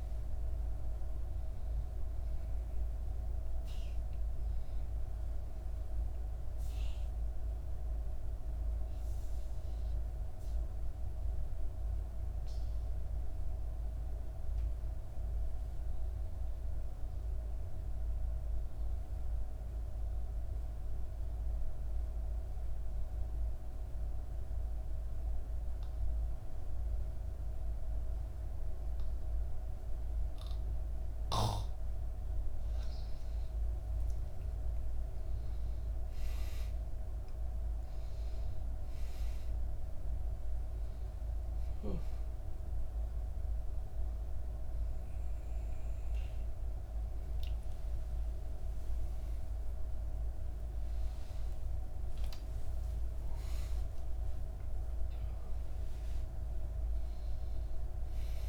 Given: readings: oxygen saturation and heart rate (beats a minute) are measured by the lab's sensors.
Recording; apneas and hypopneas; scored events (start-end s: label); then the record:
breathing in sleep, hard to hear, by a room microphone; 1
0.00-16.00 s: oxygen desaturation (device-marked, oxygen 91% lowest, heart rate 59 extreme)
6.50-32.00 s: obstructive apnea (oxygen 96% before, 86% lowest, heart rate 62 before, 59 extreme, up 6 after)
27.00-53.00 s: oxygen desaturation (device-marked, oxygen 96% before, 86% lowest, heart rate 60 before, 61 extreme)
48.00-58.49 s: new sleep stage, awake
From the record:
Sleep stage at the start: N2 (light sleep); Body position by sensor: on the back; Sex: female